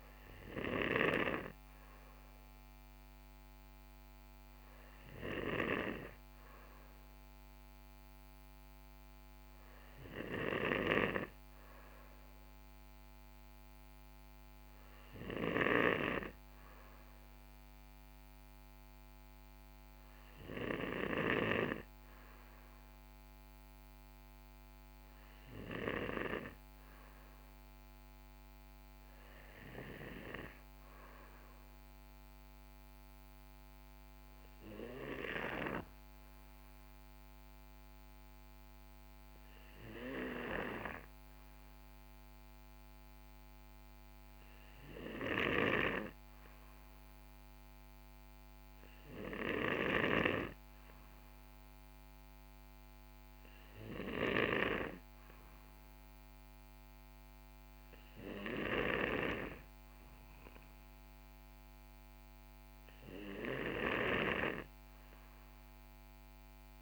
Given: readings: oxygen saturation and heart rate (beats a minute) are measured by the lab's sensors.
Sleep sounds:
breathing in sleep by a microphone on the trachea; 1
32.50-45.00 s: hypopnea (oxygen 96% before, 93% lowest, heart rate 68 before, 64 extreme, up 6 after)
46.50-50.50 s: arousal
From the record:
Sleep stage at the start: N2 (light sleep); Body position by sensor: on the right side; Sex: male

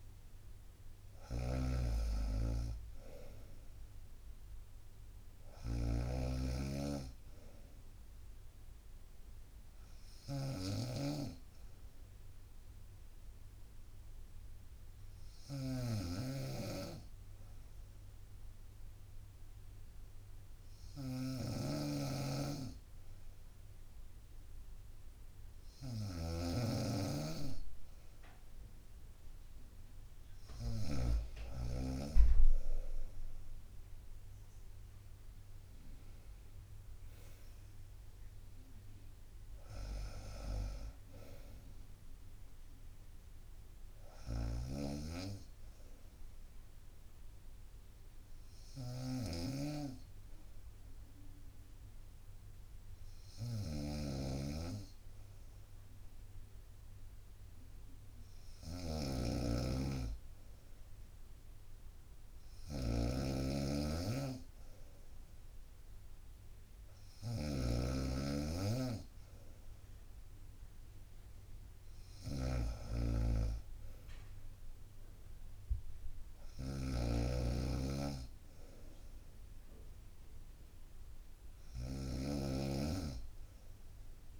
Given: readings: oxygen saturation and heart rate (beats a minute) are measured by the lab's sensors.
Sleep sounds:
breathing in sleep by a room microphone; 2
0.00-31.00 s: snoring (device-marked)
3.00-6.00 s: arousal
9.50-27.00 s: obstructive apnea (oxygen 97% before, 94% lowest, heart rate 66 before, 63 extreme, up 0 after)
29.50-33.50 s: arousal
31.50-45.50 s: drop in pulse transit time (device-marked, heart rate 65 before, 64 extreme)
44.00-84.40 s: snoring (device-marked)
45.00-57.50 s: obstructive apnea (oxygen 96% before, 94% lowest, heart rate 65 before, 62 extreme, up 4 after)
60.50-64.00 s: arousal
64.50-76.50 s: drop in pulse transit time (device-marked, heart rate 63 before, 64 extreme)
From the record:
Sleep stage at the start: N2 (light sleep); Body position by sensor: on the right side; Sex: female

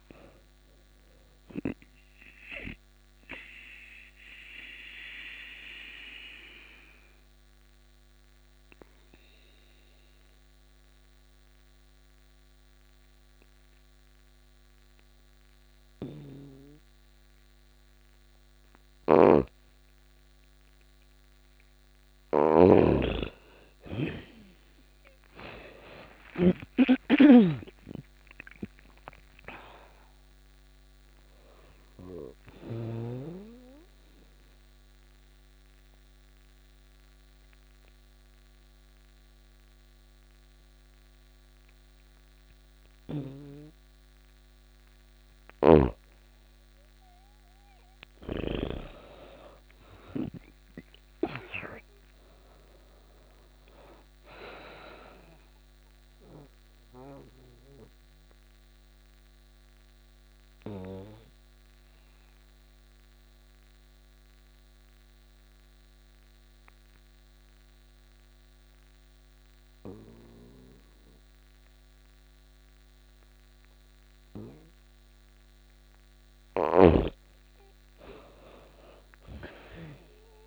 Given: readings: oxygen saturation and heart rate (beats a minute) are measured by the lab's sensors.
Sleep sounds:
breathing in sleep by a microphone on the trachea; 3
1.50-16.50 s: oxygen desaturation (device-marked, oxygen 98% before, 86% lowest)
2.00-18.50 s: mixed apnea (oxygen 99% before, 86% lowest)
18.00-32.00 s: snoring (device-marked)
24.50-45.50 s: oxygen desaturation (device-marked, oxygen 99% before, 87% lowest)
25.00-29.00 s: arousal
33.00-44.00 s: obstructive apnea (oxygen 99% before, 87% lowest)
44.50-48.00 s: snoring (device-marked)
47.50-51.00 s: arousal
55.00-74.00 s: mixed apnea (oxygen 98% before, 85% lowest)
55.50-69.50 s: oxygen desaturation (device-marked, oxygen 98% before, 88% lowest)
76.00-79.00 s: arousal
From the record:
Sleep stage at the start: N2 (light sleep); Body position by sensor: on the back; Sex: female

